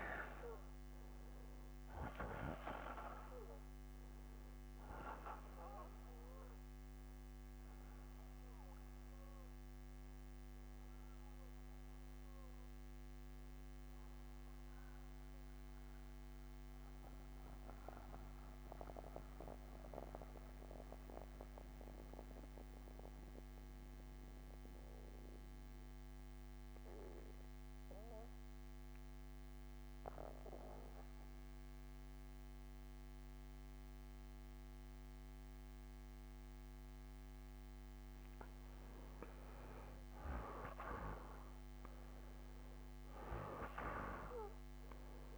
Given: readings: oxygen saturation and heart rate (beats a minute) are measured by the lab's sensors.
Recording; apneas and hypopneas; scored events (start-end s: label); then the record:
breathing in sleep by a microphone on the trachea; 1
0.00-16.00 s: oxygen desaturation (device-marked, oxygen 84% lowest, heart rate 52 extreme)
9.00-16.00 s: bradycardia (device-marked, heart rate 66 before, 52 extreme)
14.00-34.50 s: mixed apnea (oxygen 96% before, 87% lowest, heart rate 64 before, 61 extreme, up 2 after)
32.00-45.37 s: oxygen desaturation (device-marked, oxygen 98% before, 87% lowest, heart rate 59 before, 59 extreme)
38.50-41.00 s: arousal
From the record:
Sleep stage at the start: N2 (light sleep); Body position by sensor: on the back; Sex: male